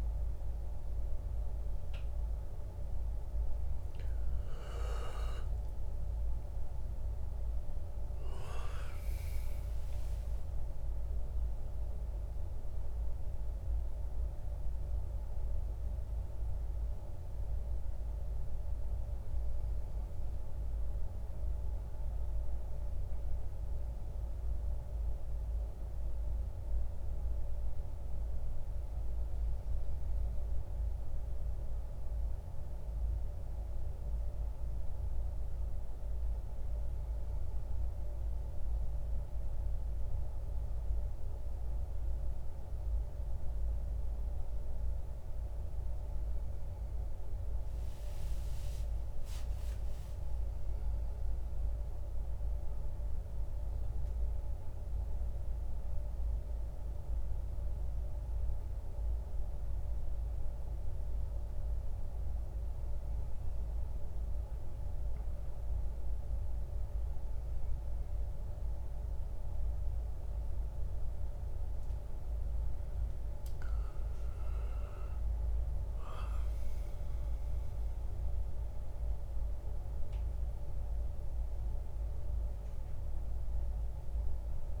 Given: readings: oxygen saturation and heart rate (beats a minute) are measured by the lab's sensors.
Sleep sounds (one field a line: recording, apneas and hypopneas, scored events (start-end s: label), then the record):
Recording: a person awake in a sleep study, hard to hear, by a room microphone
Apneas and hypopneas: none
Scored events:
none scored
From the record:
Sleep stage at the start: awake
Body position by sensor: on the back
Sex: male